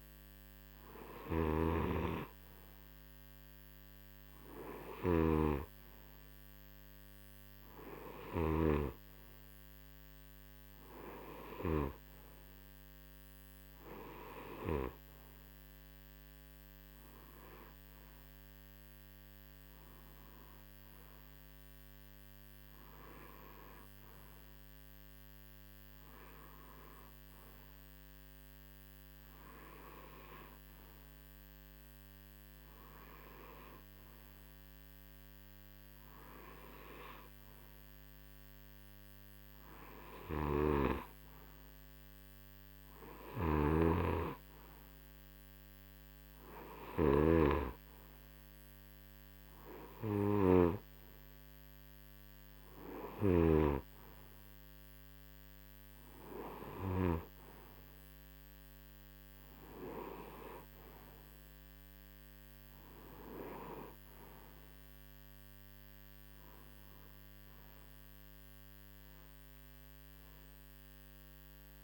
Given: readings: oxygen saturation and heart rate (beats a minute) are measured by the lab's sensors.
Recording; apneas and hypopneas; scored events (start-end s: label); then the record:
breathing in sleep by a microphone on the trachea; none
0.00-11.50 s: snoring (device-marked)
40.00-57.00 s: snoring (device-marked)
From the record:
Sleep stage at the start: N2 (light sleep); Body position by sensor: on the right side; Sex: male